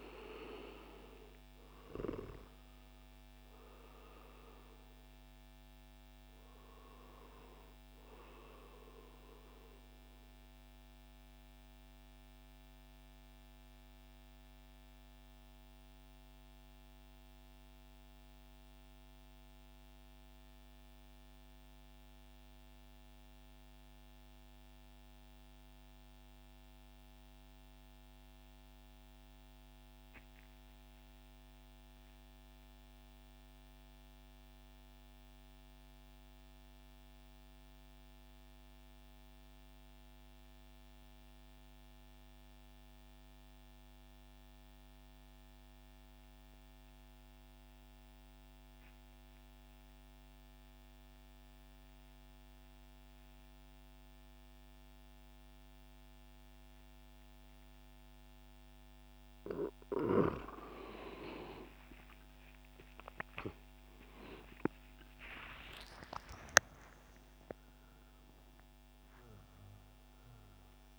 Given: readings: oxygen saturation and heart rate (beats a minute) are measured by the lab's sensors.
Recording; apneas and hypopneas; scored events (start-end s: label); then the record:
breathing in sleep by a microphone on the trachea; 1
0.00-15.50 s: oxygen desaturation (device-marked, oxygen 88% lowest, heart rate 57 extreme)
10.50-60.00 s: mixed apnea (oxygen 96% before, 86% lowest, heart rate 68 before, 56 extreme)
42.50-70.99 s: oxygen desaturation (device-marked, oxygen 98% before, 86% lowest, heart rate 62 before, 57 extreme)
61.00-66.00 s: arousal
From the record:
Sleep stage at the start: N2 (light sleep); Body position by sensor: on the right side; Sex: male